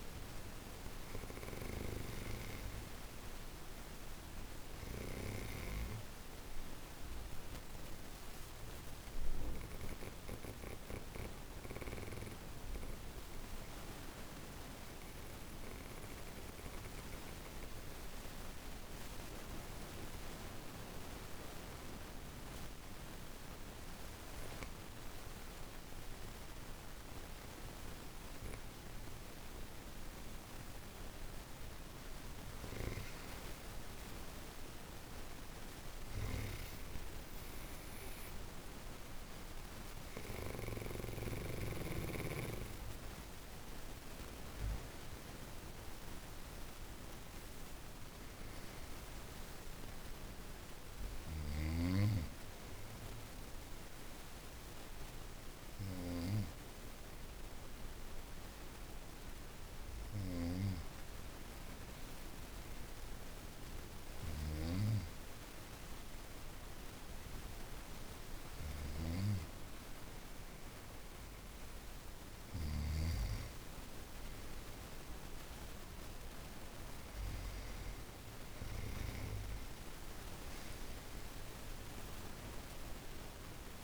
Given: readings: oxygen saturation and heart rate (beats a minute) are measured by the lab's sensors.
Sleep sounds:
breathing in sleep by a room microphone; 2
0.00-18.00 s: oxygen desaturation (device-marked, oxygen 90% lowest, heart rate 38 extreme)
9.50-28.50 s: obstructive apnea (oxygen 96% before, 90% lowest, heart rate 53 before, 38 extreme, up 5 after)
31.00-52.00 s: oxygen desaturation (device-marked, oxygen 97% before, 92% lowest, heart rate 51 before, 38 extreme)
32.00-35.50 s: arousal
52.50-69.00 s: obstructive apnea (oxygen 97% before, 90% lowest, heart rate 45 before, 49 extreme, up 6 after)
63.50-72.50 s: snoring (device-marked)
68.00-83.84 s: oxygen desaturation (device-marked, oxygen 97% before, 90% lowest, heart rate 50 before, 37 extreme)
80.00-83.84 s: arousal
From the record:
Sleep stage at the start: N2 (light sleep); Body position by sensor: on the back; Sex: female

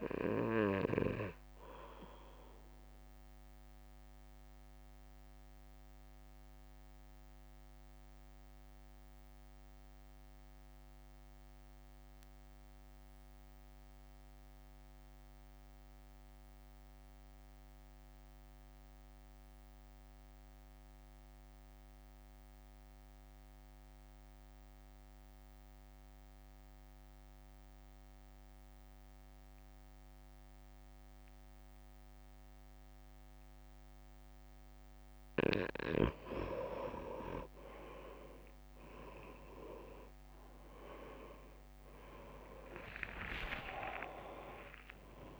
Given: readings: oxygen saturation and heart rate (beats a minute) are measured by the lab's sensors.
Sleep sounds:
breathing in sleep by a microphone on the trachea; 1
0.00-5.00 s: oxygen desaturation (device-marked, oxygen 92% lowest, heart rate 50 extreme)
0.00-7.00 s: drop in pulse transit time (device-marked, heart rate 50 extreme)
2.50-34.50 s: mixed apnea (oxygen 98% before, 88% lowest, heart rate 57 before, 53 extreme, up 5 after)
13.00-26.00 s: oxygen desaturation (device-marked, oxygen 93% before, 90% lowest, heart rate 54 before, 56 extreme)
35.00-45.40 s: oxygen desaturation (device-marked, oxygen 98% before, 89% lowest, heart rate 58 before, 57 extreme)
38.50-43.50 s: arousal
42.00-45.40 s: drop in pulse transit time (device-marked, heart rate 59 before, 57 extreme)
From the record:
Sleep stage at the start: N2 (light sleep); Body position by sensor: on the right side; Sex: male

